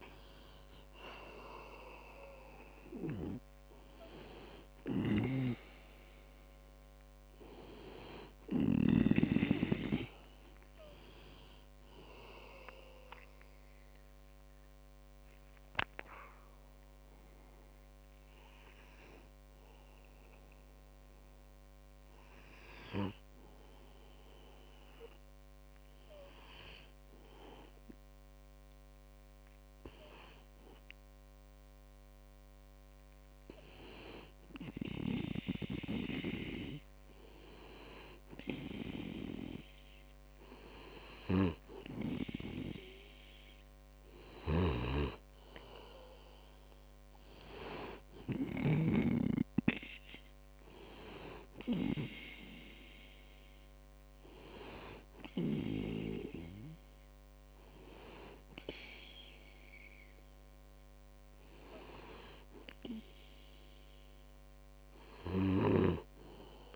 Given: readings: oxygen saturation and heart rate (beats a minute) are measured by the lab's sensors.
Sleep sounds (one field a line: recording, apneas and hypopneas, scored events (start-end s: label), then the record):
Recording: breathing in sleep by a microphone on the trachea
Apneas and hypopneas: 1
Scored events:
13.00-16.50 s: arousal
20.00-34.50 s: hypopnea (oxygen 97% before, 96% lowest, heart rate 51 before, 41 extreme, up 19 after)
44.00-47.50 s: arousal
44.50-49.00 s: snoring (device-marked)
From the record:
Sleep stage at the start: N2 (light sleep)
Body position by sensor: on the back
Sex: male